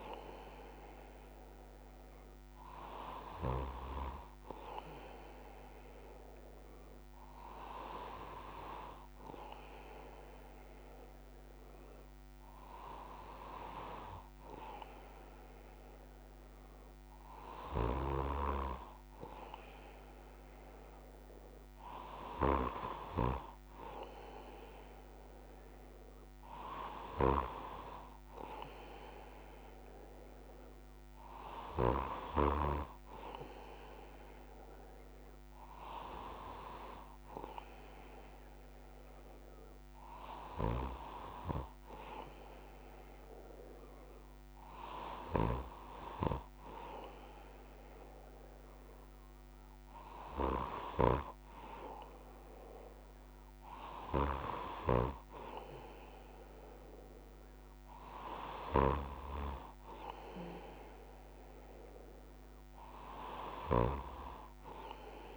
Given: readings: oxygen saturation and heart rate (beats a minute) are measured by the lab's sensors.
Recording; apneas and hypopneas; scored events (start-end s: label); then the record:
breathing in sleep by a microphone on the trachea; none
none scored
From the record:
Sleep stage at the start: N2 (light sleep); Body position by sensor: on the back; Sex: male